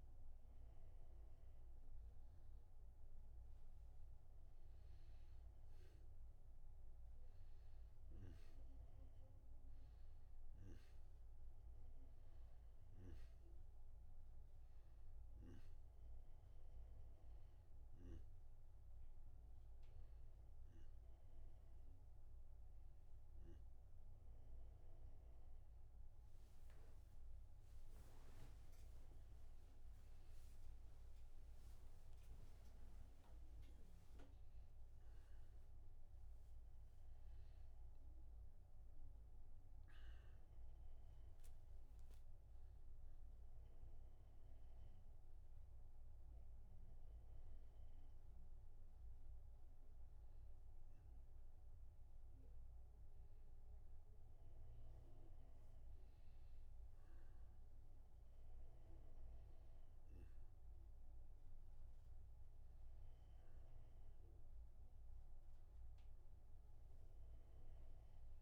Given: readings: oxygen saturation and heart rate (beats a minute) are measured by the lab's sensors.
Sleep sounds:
a person awake in a sleep study, hard to hear, by a room microphone; none
14.50-30.50 s: oxygen desaturation (device-marked, oxygen 96% before, 92% lowest)
20.50-68.42 s: new sleep stage, awake
From the record:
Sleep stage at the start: N1 (lightest sleep); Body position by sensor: on the back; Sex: male

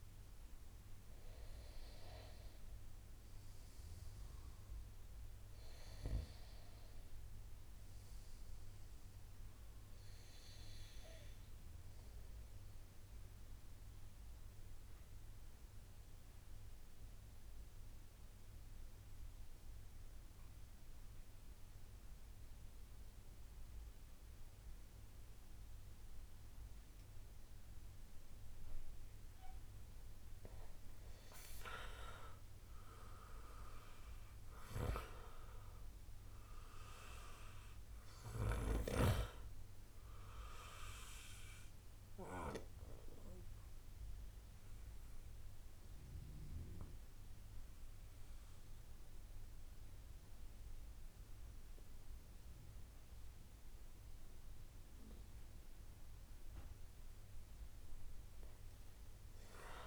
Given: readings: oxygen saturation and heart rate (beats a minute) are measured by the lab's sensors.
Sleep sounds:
breathing in sleep by a room microphone; 2
12.50-29.00 s: obstructive apnea (oxygen 97% before, 95% lowest, heart rate 75 before, 29 extreme, up 40 after)
21.50-59.87 s: new sleep stage, N2 (light sleep)
32.00-35.00 s: arousal
41.00-55.00 s: obstructive apnea (oxygen 97% before, 93% lowest, heart rate 51 before, 59 extreme, up 10 after)
58.00-59.87 s: arousal
From the record:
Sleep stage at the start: N1 (lightest sleep); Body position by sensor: on the right side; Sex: male

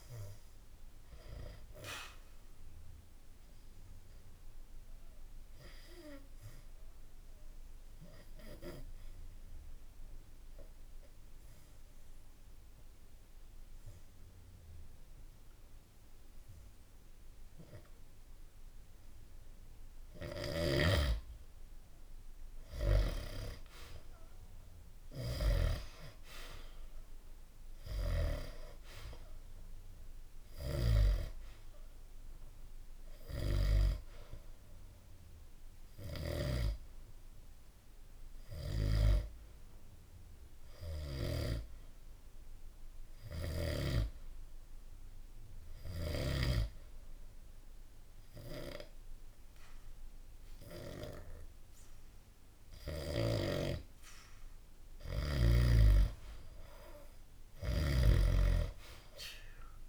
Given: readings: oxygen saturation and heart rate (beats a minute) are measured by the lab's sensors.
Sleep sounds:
breathing in sleep by a room microphone; 2
1.50-7.50 s: oxygen desaturation (device-marked, oxygen 95% before, 92% lowest, heart rate 70 before, 64 extreme)
4.00-20.00 s: obstructive apnea (oxygen 95% before, 91% lowest, heart rate 70 before, 64 extreme, up 1 after)
20.50-25.50 s: snoring (device-marked)
22.00-26.50 s: arousal
27.50-31.00 s: snoring (device-marked)
32.00-53.50 s: obstructive apnea (oxygen 95% before, 91% lowest, heart rate 66 before, 65 extreme, up 10 after)
56.50-59.89 s: arousal
From the record:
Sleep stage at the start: N2 (light sleep); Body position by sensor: on the back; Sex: male

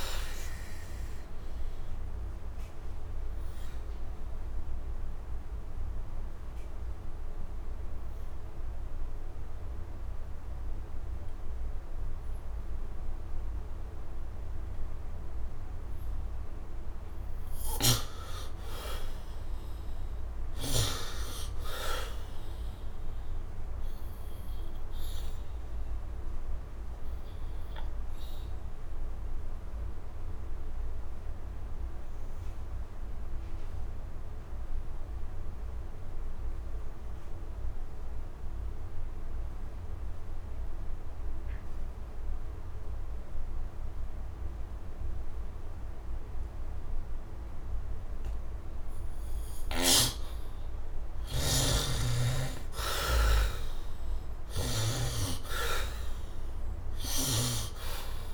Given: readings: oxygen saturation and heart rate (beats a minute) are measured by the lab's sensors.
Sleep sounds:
breathing in sleep by a room microphone; 2
0.00-18.50 s: oxygen desaturation (device-marked, oxygen 46% lowest, heart rate 61 extreme)
3.00-16.50 s: obstructive apnea (oxygen 92% before, 46% lowest, heart rate 78 before, 61 extreme, up 16 after)
18.50-21.00 s: arousal
20.50-37.50 s: oxygen desaturation (device-marked, oxygen 98% before, 71% lowest, heart rate 75 before, 61 extreme)
24.50-48.50 s: obstructive apnea (oxygen 98% before, 51% lowest, heart rate 76 before, 61 extreme, up 15 after)
47.50-58.34 s: oxygen desaturation (device-marked, oxygen 98% before, 57% lowest, heart rate 71 before, 67 extreme)
50.50-52.50 s: arousal
From the record:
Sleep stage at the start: N2 (light sleep); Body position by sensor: on the right side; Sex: male

